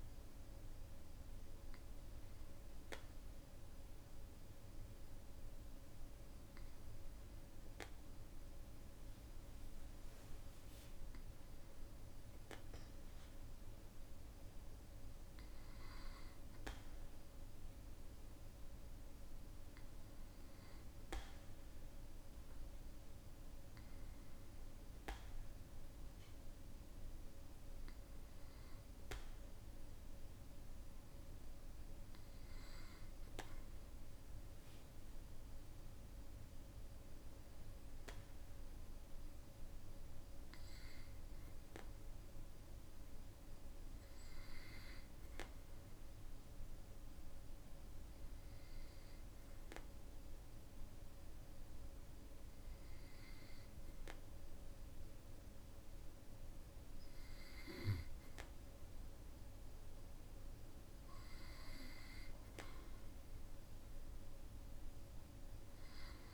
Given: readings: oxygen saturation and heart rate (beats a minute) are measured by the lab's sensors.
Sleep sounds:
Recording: breathing in sleep by a room microphone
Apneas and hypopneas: none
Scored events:
none scored
From the record:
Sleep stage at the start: N2 (light sleep)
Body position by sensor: on the back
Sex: male

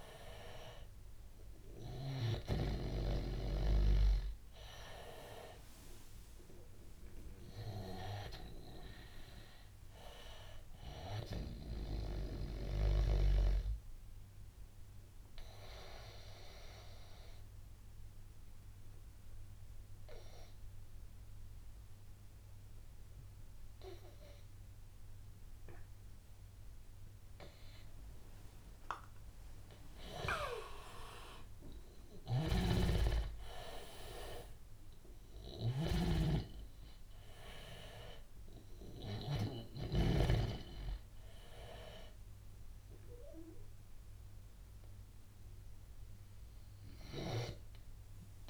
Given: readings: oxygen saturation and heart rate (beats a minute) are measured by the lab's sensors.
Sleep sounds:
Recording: breathing in sleep by a room microphone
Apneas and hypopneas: 1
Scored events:
5.00-9.00 s: arousal
13.00-29.50 s: obstructive apnea (oxygen 100% before, 88% lowest, heart rate 95 before, 83 extreme, up 7 after)
29.50-48.49 s: oxygen desaturation (device-marked, oxygen 98% before, 88% lowest, heart rate 88 before, 80 extreme)
31.50-35.00 s: arousal
32.00-40.00 s: snoring (device-marked)
From the record:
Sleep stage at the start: N2 (light sleep)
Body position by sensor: on the back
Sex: male

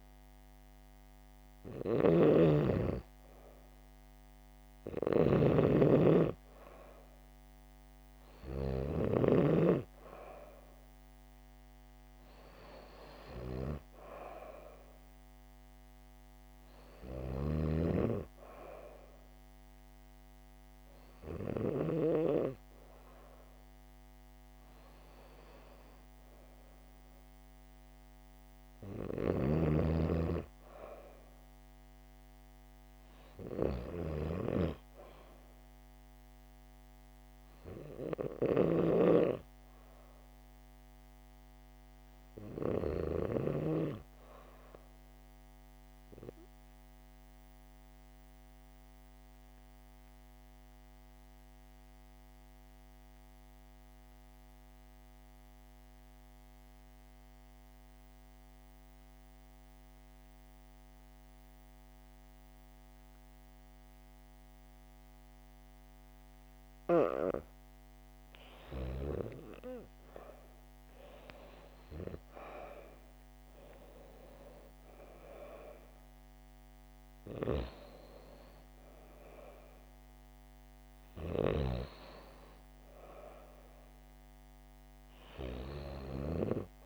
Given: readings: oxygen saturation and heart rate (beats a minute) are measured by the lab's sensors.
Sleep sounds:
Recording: breathing in sleep by a microphone on the trachea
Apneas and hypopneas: 1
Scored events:
0.00-4.00 s: oxygen desaturation (device-marked, oxygen 94% lowest, heart rate 75 extreme)
2.00-9.50 s: snoring (device-marked)
38.50-43.50 s: snoring (device-marked)
40.50-44.00 s: arousal
47.00-67.50 s: obstructive apnea (oxygen 98% before, 88% lowest, heart rate 79 before, 77 extreme, up 4 after)
65.00-86.86 s: oxygen desaturation (device-marked, oxygen 97% before, 88% lowest, heart rate 78 before, 77 extreme)
69.50-72.50 s: arousal
From the record:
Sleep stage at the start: N2 (light sleep)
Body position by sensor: on the back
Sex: female

